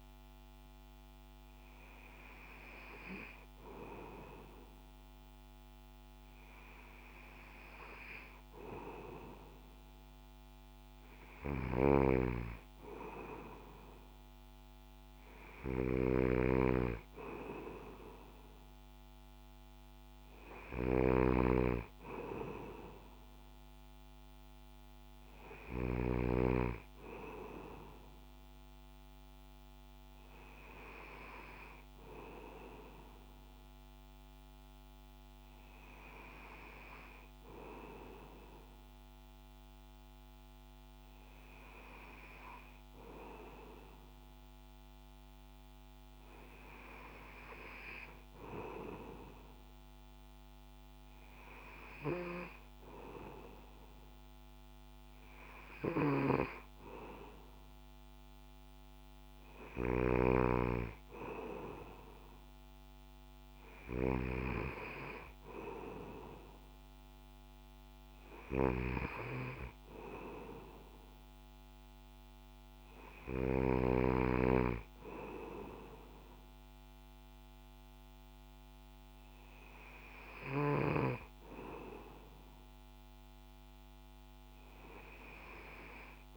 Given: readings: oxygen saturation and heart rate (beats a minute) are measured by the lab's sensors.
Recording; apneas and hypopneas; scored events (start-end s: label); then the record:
breathing in sleep by a microphone on the trachea; none
11.00-26.00 s: snoring (device-marked)
55.50-60.00 s: snoring (device-marked)
68.00-73.50 s: snoring (device-marked)
From the record:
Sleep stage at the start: N2 (light sleep); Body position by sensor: on the back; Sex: male